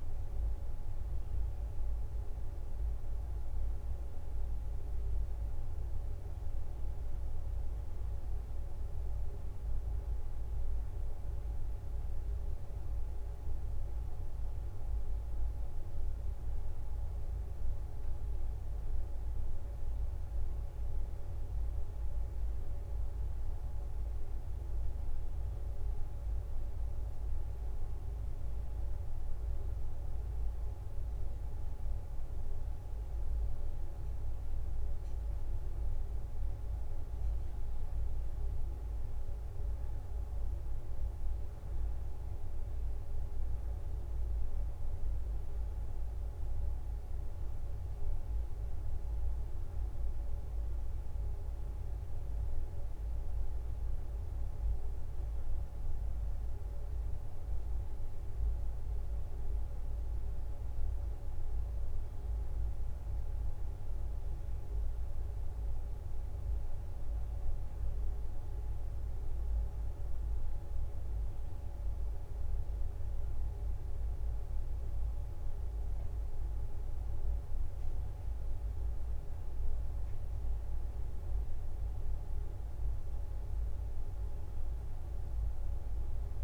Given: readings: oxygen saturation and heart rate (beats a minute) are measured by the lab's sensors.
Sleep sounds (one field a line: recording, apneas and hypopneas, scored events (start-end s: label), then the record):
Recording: a person awake in a sleep study, hard to hear, by a room microphone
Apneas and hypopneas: none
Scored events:
0.00-7.00 s: leg movement (device-marked)
8.00-14.00 s: leg movement (device-marked)
17.50-23.00 s: leg movement (device-marked)
26.50-33.50 s: leg movement (device-marked)
36.50-45.00 s: leg movement (device-marked)
50.00-59.00 s: leg movement (device-marked)
67.50-76.50 s: drop in pulse transit time (device-marked, heart rate 66 before, 65 extreme)
82.50-86.44 s: new sleep stage, N1 (lightest sleep)
83.50-86.44 s: leg movement (device-marked)
From the record:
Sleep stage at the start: awake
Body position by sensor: on the back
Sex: female